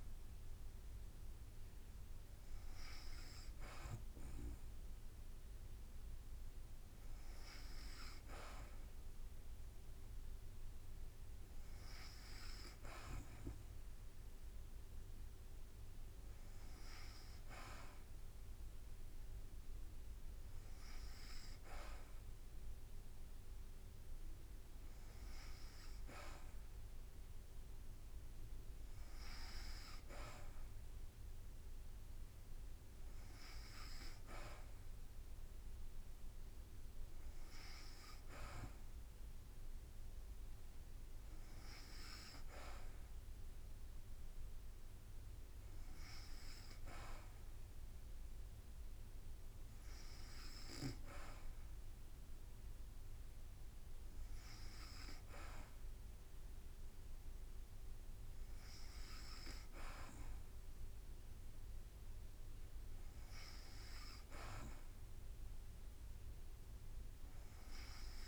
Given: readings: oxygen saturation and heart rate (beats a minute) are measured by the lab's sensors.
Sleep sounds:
breathing in sleep by a room microphone; none
55.50-66.50 s: drop in pulse transit time (device-marked, heart rate 54 before, 52 extreme)
From the record:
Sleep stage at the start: N2 (light sleep); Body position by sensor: on the back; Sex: female

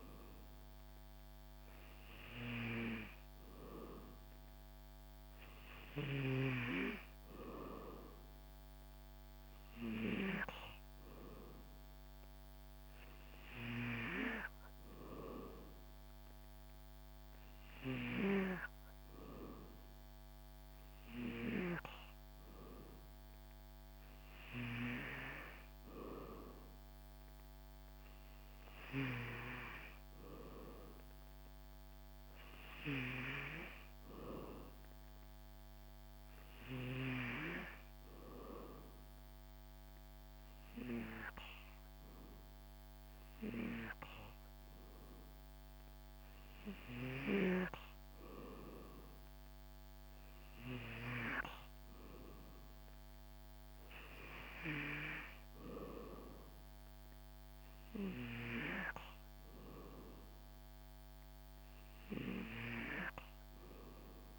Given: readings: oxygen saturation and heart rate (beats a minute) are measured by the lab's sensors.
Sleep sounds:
breathing in sleep by a microphone on the trachea; none
none scored
From the record:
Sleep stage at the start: N2 (light sleep); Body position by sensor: on the back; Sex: male

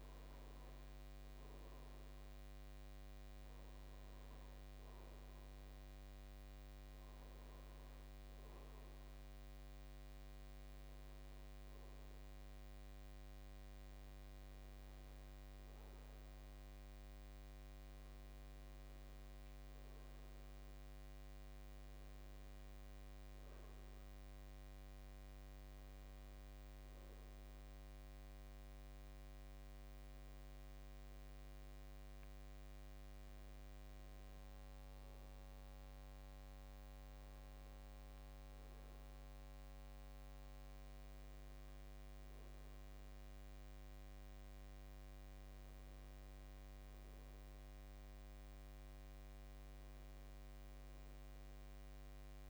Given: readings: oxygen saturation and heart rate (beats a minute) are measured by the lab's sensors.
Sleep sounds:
breathing in sleep, hard to hear, by a microphone on the trachea; none
0.00-9.50 s: oxygen desaturation (device-marked, oxygen 80% lowest, heart rate 58 extreme)
38.50-52.50 s: new sleep stage, N2 (light sleep)
From the record:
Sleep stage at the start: N1 (lightest sleep); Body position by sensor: on the back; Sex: male

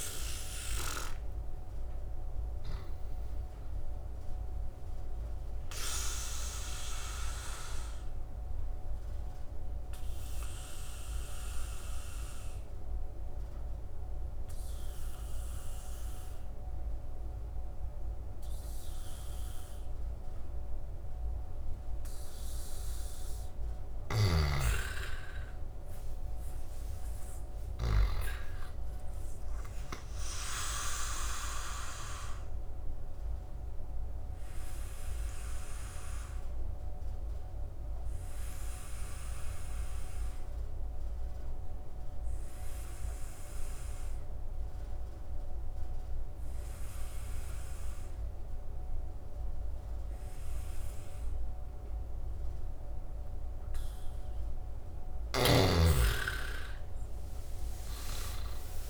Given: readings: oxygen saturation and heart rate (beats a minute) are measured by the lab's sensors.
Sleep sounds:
breathing in sleep by a room microphone; 2
4.50-22.50 s: obstructive apnea (oxygen 98% before, 86% lowest, heart rate 86 before, 69 extreme, up 13 after)
23.50-28.00 s: snoring (device-marked)
25.00-28.50 s: arousal
28.50-50.50 s: oxygen desaturation (device-marked, oxygen 99% before, 89% lowest, heart rate 74 before, 69 extreme)
33.50-53.00 s: obstructive apnea (oxygen 99% before, 86% lowest, heart rate 75 before, 69 extreme, up 13 after)
55.00-58.90 s: arousal
56.50-58.90 s: oxygen desaturation (device-marked, oxygen 98% before, 86% lowest, heart rate 71 before, 69 extreme)
From the record:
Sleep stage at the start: N2 (light sleep); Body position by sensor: on the back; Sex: male

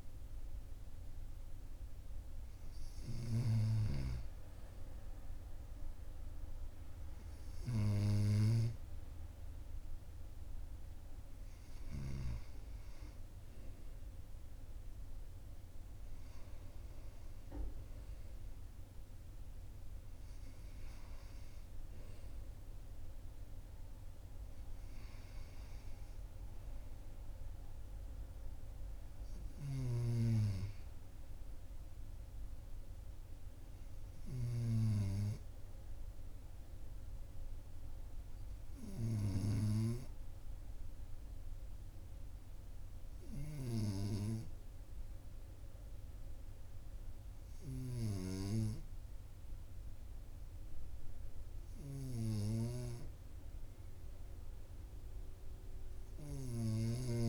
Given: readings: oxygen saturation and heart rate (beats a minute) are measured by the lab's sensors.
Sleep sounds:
breathing in sleep by a room microphone; none
none scored
From the record:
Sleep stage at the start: N2 (light sleep); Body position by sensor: on the right side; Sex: male

